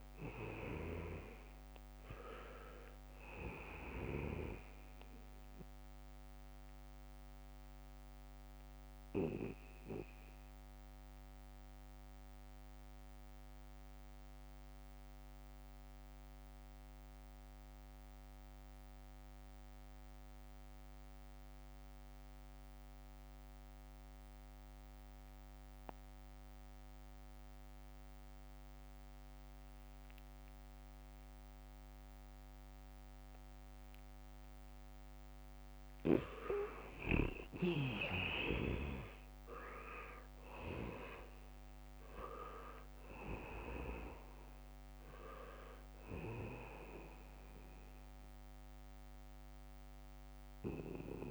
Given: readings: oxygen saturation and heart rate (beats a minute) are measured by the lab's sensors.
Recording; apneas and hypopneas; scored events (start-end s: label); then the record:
breathing in sleep by a microphone on the trachea; 1
0.00-2.00 s: arousal
0.00-21.00 s: oxygen desaturation (device-marked, oxygen 82% lowest, heart rate 68 extreme)
6.50-36.00 s: mixed apnea (oxygen 99% before, 80% lowest, heart rate 71 before, 68 extreme, up 0 after)
30.00-32.50 s: leg movement (device-marked)
33.00-51.31 s: oxygen desaturation (device-marked, oxygen 98% before, 80% lowest, heart rate 75 before, 68 extreme)
37.50-43.00 s: arousal
From the record:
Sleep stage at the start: N2 (light sleep); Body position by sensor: on the back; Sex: male